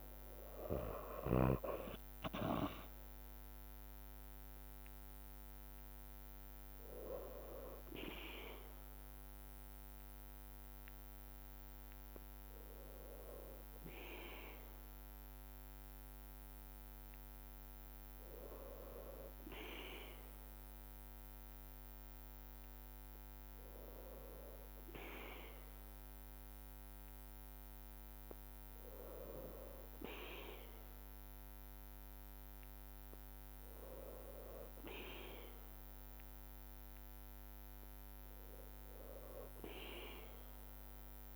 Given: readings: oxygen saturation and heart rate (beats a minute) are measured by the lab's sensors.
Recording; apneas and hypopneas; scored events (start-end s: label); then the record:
breathing in sleep by a microphone on the trachea; none
0.00-4.50 s: oxygen desaturation (device-marked, oxygen 86% lowest, heart rate 54 extreme)
3.50-21.50 s: drop in pulse transit time (device-marked, heart rate 60 before, 55 extreme)
9.50-13.50 s: arousal
From the record:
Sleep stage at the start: N2 (light sleep); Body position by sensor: on the back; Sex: female